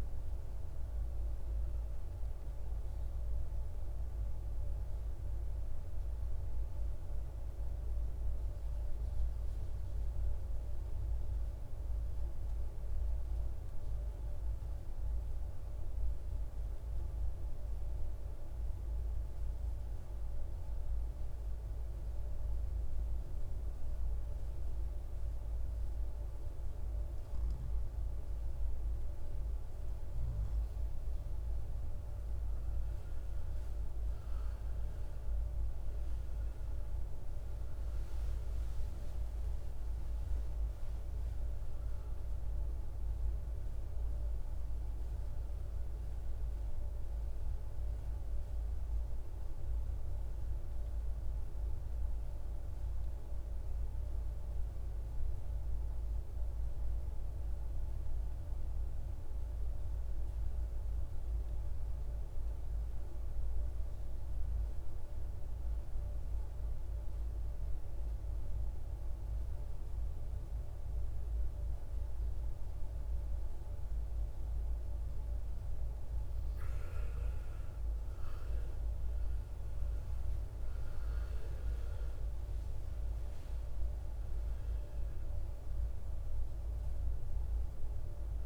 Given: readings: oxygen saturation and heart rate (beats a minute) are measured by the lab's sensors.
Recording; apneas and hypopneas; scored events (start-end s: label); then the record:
breathing in sleep, hard to hear, by a room microphone; 2
0.00-11.50 s: oxygen desaturation (device-marked, oxygen 87% lowest, heart rate 52 extreme)
10.00-26.50 s: obstructive apnea (oxygen 97% before, 89% lowest, heart rate 66 before, 53 extreme, up 8 after)
28.50-33.00 s: arousal
32.50-55.50 s: oxygen desaturation (device-marked, oxygen 98% before, 92% lowest, heart rate 56 before, 55 extreme)
49.00-71.50 s: mixed apnea (oxygen 98% before, 88% lowest, heart rate 66 before, 56 extreme, up 10 after)
70.50-88.46 s: oxygen desaturation (device-marked, oxygen 98% before, 88% lowest, heart rate 58 before, 54 extreme)
77.00-81.50 s: arousal
From the record:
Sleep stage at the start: N2 (light sleep); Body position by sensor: on the right side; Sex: male